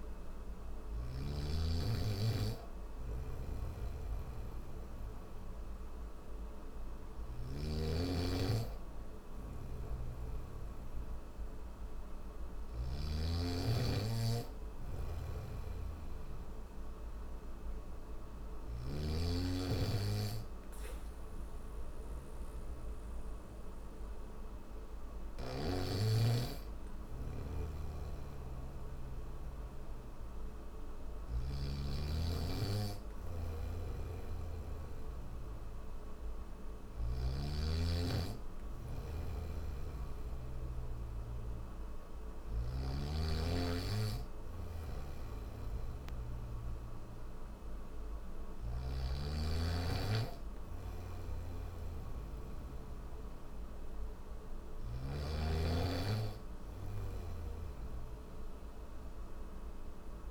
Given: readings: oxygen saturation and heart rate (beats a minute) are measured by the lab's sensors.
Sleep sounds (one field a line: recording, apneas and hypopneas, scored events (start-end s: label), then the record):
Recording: breathing in sleep by a room microphone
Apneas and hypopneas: none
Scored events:
0.00-1.00 s: snoring (device-marked)
3.00-7.00 s: snoring (device-marked)
9.00-12.50 s: snoring (device-marked)
14.50-18.50 s: snoring (device-marked)
27.50-31.00 s: snoring (device-marked)
33.00-37.00 s: snoring (device-marked)
39.00-42.50 s: snoring (device-marked)
44.50-48.50 s: snoring (device-marked)
50.50-54.50 s: snoring (device-marked)
56.50-60.31 s: snoring (device-marked)
From the record:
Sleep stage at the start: N3 (deep sleep)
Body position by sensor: on the back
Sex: male